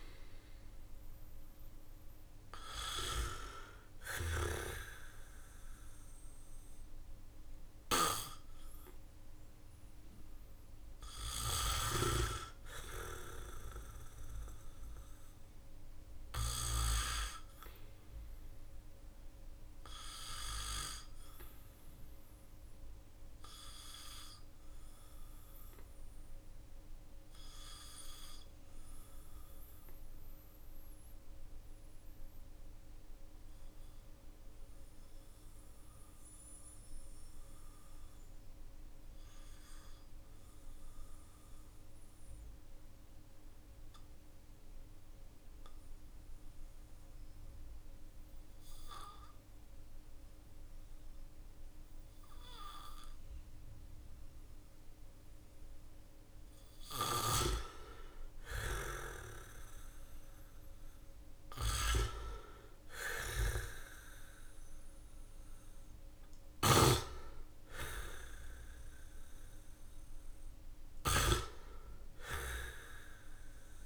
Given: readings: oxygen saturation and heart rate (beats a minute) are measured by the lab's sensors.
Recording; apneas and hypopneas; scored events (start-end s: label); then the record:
breathing in sleep by a room microphone; 1
32.50-55.00 s: obstructive apnea (oxygen 97% before, 93% lowest, heart rate 45 before, 49 extreme, up 0 after)
57.50-63.50 s: arousal
65.50-70.50 s: snoring (device-marked)
67.00-73.85 s: oxygen desaturation (device-marked, oxygen 97% before, 93% lowest, heart rate 54 before, 47 extreme)
From the record:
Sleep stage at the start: N2 (light sleep); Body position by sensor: on the back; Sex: male